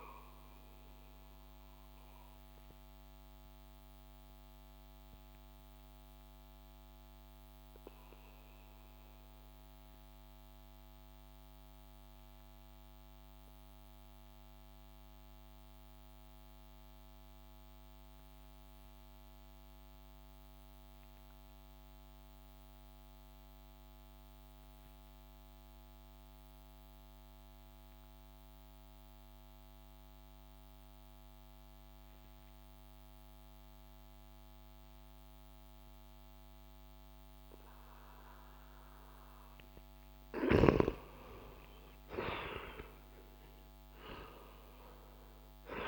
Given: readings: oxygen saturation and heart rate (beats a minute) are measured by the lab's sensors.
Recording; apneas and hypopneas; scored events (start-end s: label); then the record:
breathing in sleep by a microphone on the trachea; 1
0.00-22.50 s: oxygen desaturation (device-marked, oxygen 89% lowest)
1.50-39.00 s: obstructive apnea (oxygen 98% before, 87% lowest)
38.50-45.88 s: oxygen desaturation (device-marked, oxygen 97% before, 87% lowest)
40.50-45.88 s: arousal
From the record:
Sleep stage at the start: N2 (light sleep); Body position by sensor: on the back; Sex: male